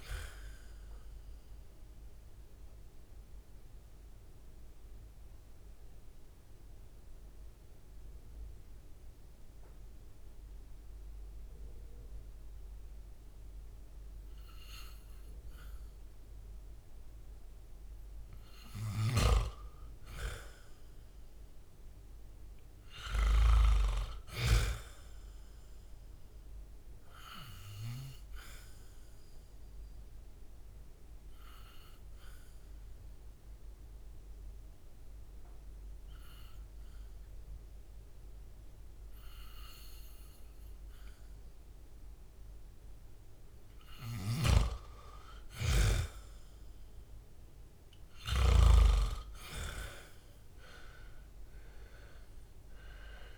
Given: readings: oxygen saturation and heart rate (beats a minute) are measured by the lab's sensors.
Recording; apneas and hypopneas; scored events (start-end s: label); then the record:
breathing in sleep by a room microphone; 2
0.00-23.50 s: oxygen desaturation (device-marked, oxygen 88% lowest, heart rate 59 extreme)
2.50-18.00 s: mixed apnea (oxygen 98% before, 88% lowest, heart rate 71 before, 59 extreme, up 10 after)
6.50-10.50 s: bradycardia (device-marked, heart rate 68 before, 59 extreme)
18.50-24.50 s: snoring (device-marked)
20.00-23.50 s: arousal
27.50-43.00 s: obstructive apnea (oxygen 99% before, 90% lowest, heart rate 64 before, 60 extreme, up 6 after)
34.50-44.50 s: oxygen desaturation (device-marked, oxygen 99% before, 92% lowest, heart rate 67 before, 60 extreme)
44.00-48.50 s: snoring (device-marked)
48.00-52.50 s: arousal
51.50-53.38 s: oxygen desaturation (device-marked, oxygen 98% before, 90% lowest, heart rate 65 before, 60 extreme)
From the record:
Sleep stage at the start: N2 (light sleep); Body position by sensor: on the back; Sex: male